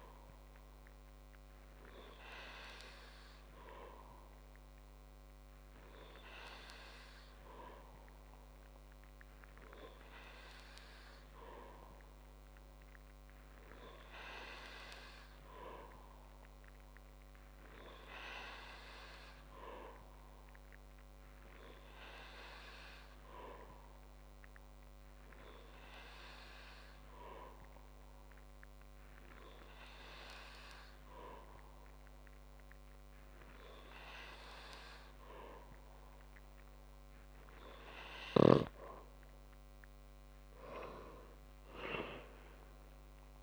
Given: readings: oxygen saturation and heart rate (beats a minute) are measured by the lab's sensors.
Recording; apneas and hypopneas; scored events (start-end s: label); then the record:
breathing in sleep by a microphone on the trachea; none
11.00-43.43 s: new sleep stage, N2 (light sleep)
From the record:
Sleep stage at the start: N3 (deep sleep); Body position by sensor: on the back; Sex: male